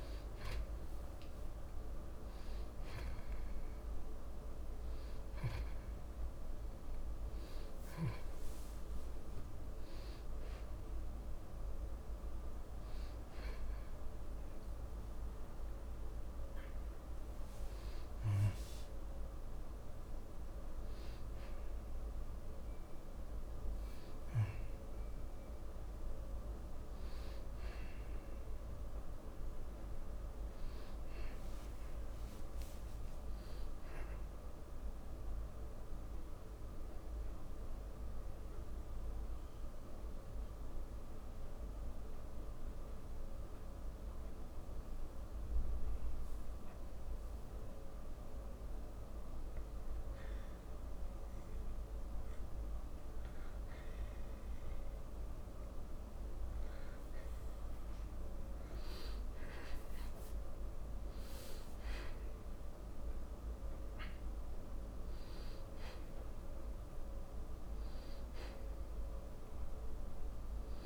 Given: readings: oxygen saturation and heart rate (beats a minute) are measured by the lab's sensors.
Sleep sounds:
breathing in sleep, hard to hear, by a room microphone; 1
30.00-34.00 s: arousal
38.00-58.50 s: mixed apnea (oxygen 97% before, 93% lowest, heart rate 81 before, 54 extreme, up 24 after)
58.50-70.86 s: oxygen desaturation (device-marked, oxygen 97% before, 93% lowest, heart rate 58 before, 55 extreme)
60.00-64.50 s: arousal
From the record:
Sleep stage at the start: N2 (light sleep); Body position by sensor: on the back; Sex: male

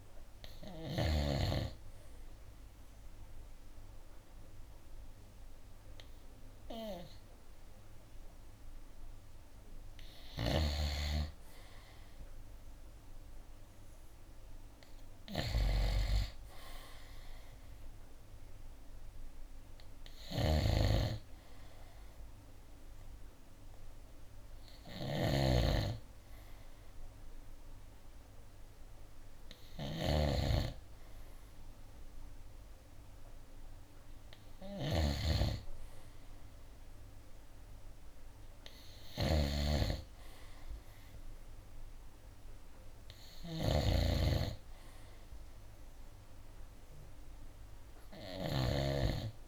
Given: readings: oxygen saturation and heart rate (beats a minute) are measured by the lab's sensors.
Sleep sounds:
breathing in sleep by a room microphone; none
0.00-1.50 s: snoring (device-marked)
10.50-49.47 s: snoring (device-marked)
From the record:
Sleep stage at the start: N3 (deep sleep); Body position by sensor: on the right side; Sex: male

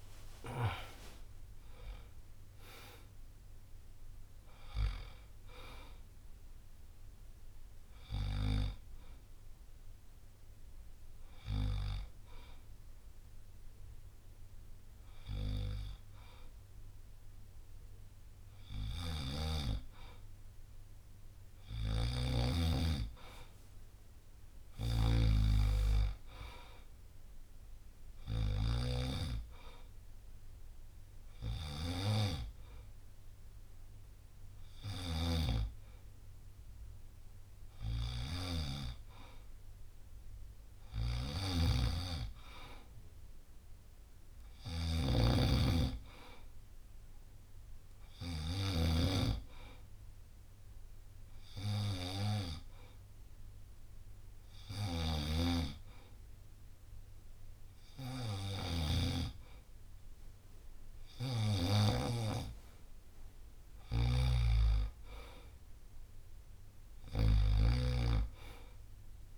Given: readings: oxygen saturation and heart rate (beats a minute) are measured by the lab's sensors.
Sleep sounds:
breathing in sleep by a room microphone; 1
0.00-3.00 s: arousal
0.50-8.50 s: drop in pulse transit time (device-marked, heart rate 66 before, 64 extreme)
6.50-10.50 s: bradycardia (device-marked, heart rate 68 before, 59 extreme)
21.50-25.00 s: snoring (device-marked)
26.50-30.50 s: arousal
31.50-39.50 s: bradycardia (device-marked, heart rate 68 before, 58 extreme)
34.50-48.50 s: snoring (device-marked)
48.00-60.50 s: hypopnea (oxygen 97% before, 93% lowest, heart rate 62 before, 62 extreme, up 9 after)
48.50-50.50 s: long interval between heartbeats (device-marked, heart rate 62 before, 64 extreme)
54.50-61.50 s: snoring (device-marked)
63.00-66.50 s: arousal
63.50-67.50 s: snoring (device-marked)
From the record:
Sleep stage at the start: N2 (light sleep); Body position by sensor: on the back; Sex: male

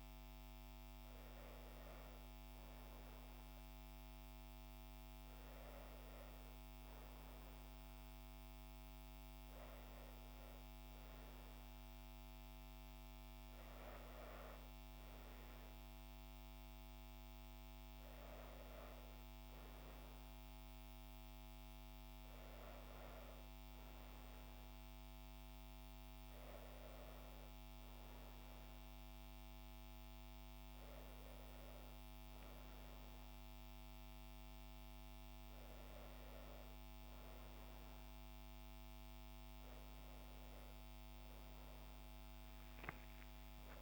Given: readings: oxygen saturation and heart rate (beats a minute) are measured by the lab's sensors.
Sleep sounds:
breathing in sleep, hard to hear, by a microphone on the trachea; none
none scored
From the record:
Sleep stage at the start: N1 (lightest sleep); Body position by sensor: on the back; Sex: female

